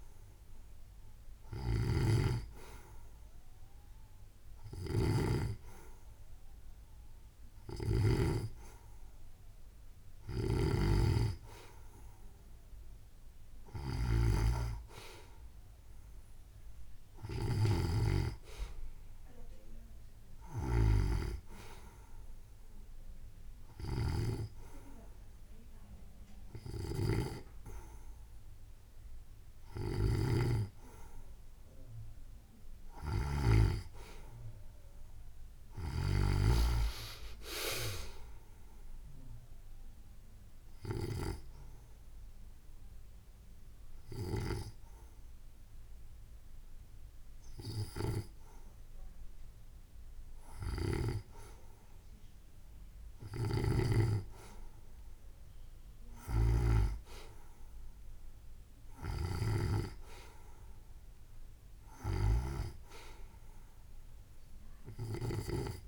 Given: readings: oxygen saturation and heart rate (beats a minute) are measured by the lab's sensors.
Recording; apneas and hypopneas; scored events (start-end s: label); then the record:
breathing in sleep by a room microphone; 1
39.00-51.00 s: hypopnea (oxygen 92% before, 88% lowest, heart rate 79 before, 71 extreme, up 5 after)
44.50-65.88 s: oxygen desaturation (device-marked, oxygen 92% before, 88% lowest, heart rate 78 before, 71 extreme)
52.50-57.00 s: arousal
From the record:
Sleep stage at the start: N2 (light sleep); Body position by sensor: on the right side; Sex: female